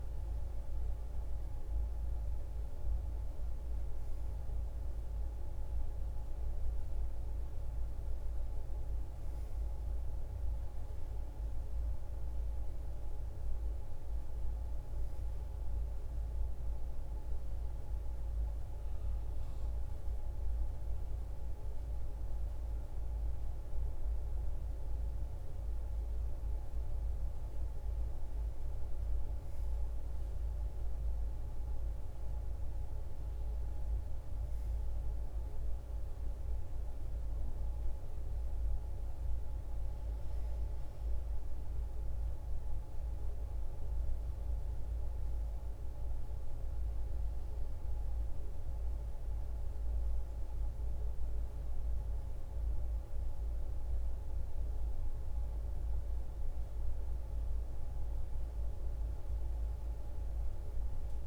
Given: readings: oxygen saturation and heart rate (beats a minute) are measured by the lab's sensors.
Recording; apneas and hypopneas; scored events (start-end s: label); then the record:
a person awake in a sleep study, hard to hear, by a room microphone; none
none scored
From the record:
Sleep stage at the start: awake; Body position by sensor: on the back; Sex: female